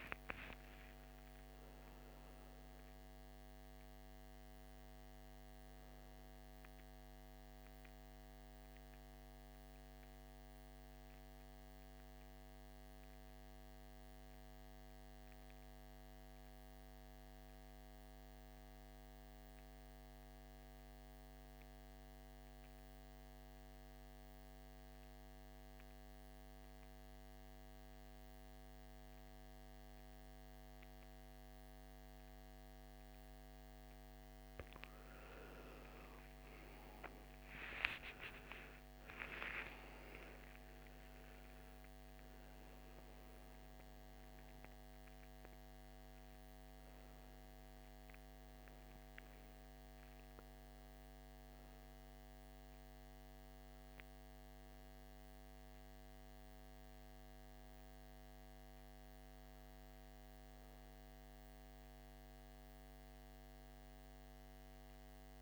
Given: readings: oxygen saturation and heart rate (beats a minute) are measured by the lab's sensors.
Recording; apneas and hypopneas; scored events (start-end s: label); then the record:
breathing in sleep, hard to hear, by a microphone on the trachea; 1
0.00-18.50 s: oxygen desaturation (device-marked, oxygen 87% lowest, heart rate 56 extreme)
7.00-34.00 s: mixed apnea (oxygen 99% before, 83% lowest, heart rate 62 before, 56 extreme, up 14 after)
29.50-58.50 s: oxygen desaturation (device-marked, oxygen 99% before, 83% lowest, heart rate 57 before, 54 extreme)
36.00-42.00 s: arousal
From the record:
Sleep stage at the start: N2 (light sleep); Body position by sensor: on the back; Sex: male